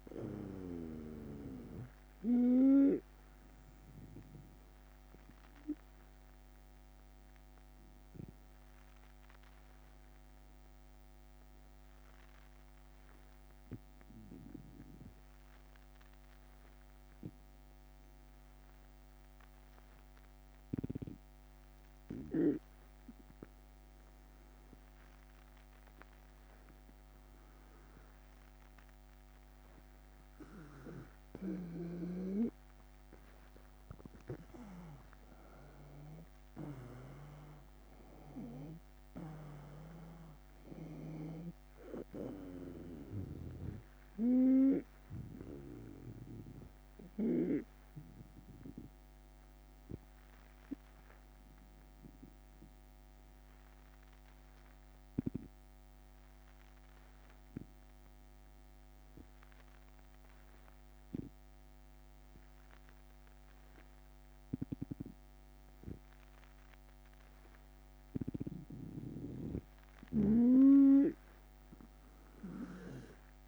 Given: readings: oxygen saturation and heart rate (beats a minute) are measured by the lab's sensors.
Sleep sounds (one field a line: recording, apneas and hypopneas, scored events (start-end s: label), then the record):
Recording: breathing in sleep by a microphone on the trachea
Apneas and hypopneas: 2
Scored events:
0.00-2.50 s: snoring (device-marked)
0.00-7.00 s: drop in pulse transit time (device-marked, heart rate 80 extreme)
0.00-18.00 s: oxygen desaturation (device-marked, oxygen 92% lowest, heart rate 77 extreme)
5.00-30.50 s: obstructive apnea (oxygen 97% before, 91% lowest, heart rate 80 before, 76 extreme, up 7 after)
31.00-59.00 s: oxygen desaturation (device-marked, oxygen 97% before, 91% lowest, heart rate 78 before, 76 extreme)
33.50-39.00 s: arousal
34.00-45.00 s: drop in pulse transit time (device-marked, heart rate 78 before, 80 extreme)
40.50-47.00 s: snoring (device-marked)
50.00-69.00 s: obstructive apnea (oxygen 97% before, 91% lowest, heart rate 81 before, 76 extreme, up 5 after)
69.50-73.48 s: snoring (device-marked)
From the record:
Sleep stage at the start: N2 (light sleep)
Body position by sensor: on the right side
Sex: male